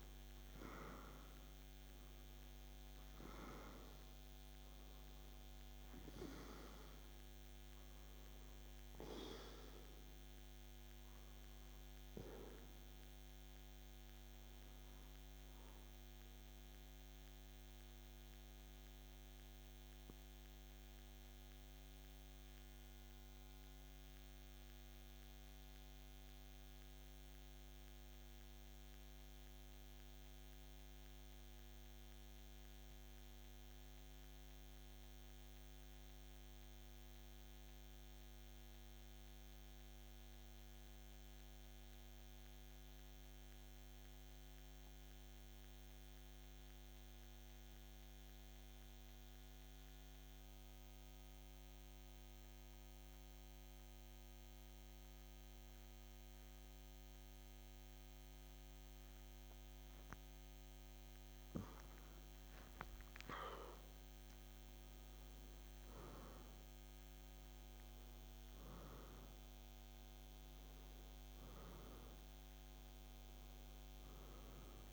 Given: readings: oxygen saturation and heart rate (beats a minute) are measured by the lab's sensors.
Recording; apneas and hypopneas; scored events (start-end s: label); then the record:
breathing in sleep by a microphone on the trachea; 1
0.00-41.50 s: oxygen desaturation (device-marked, oxygen 88% lowest, heart rate 52 extreme)
13.00-59.50 s: mixed apnea (oxygen 96% before, 87% lowest, heart rate 56 before, 52 extreme, up 2 after)
62.00-66.50 s: arousal
66.50-74.93 s: oxygen desaturation (device-marked, oxygen 96% before, 87% lowest, heart rate 54 before, 52 extreme)
From the record:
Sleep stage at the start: N2 (light sleep); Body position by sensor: on the back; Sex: male